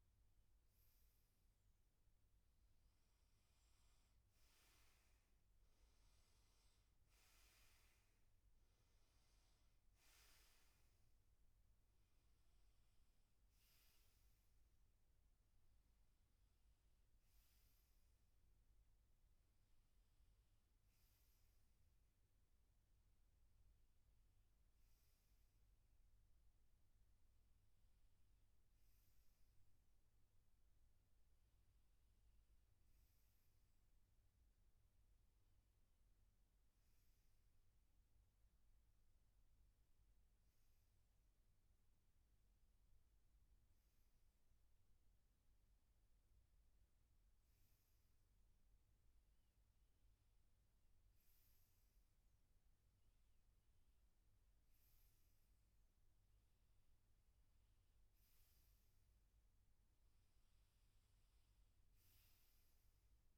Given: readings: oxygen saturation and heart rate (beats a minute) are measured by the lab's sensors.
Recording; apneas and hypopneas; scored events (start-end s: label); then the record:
breathing in sleep, hard to hear, by a room microphone; none
none scored
From the record:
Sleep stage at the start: N2 (light sleep); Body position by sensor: on the back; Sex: male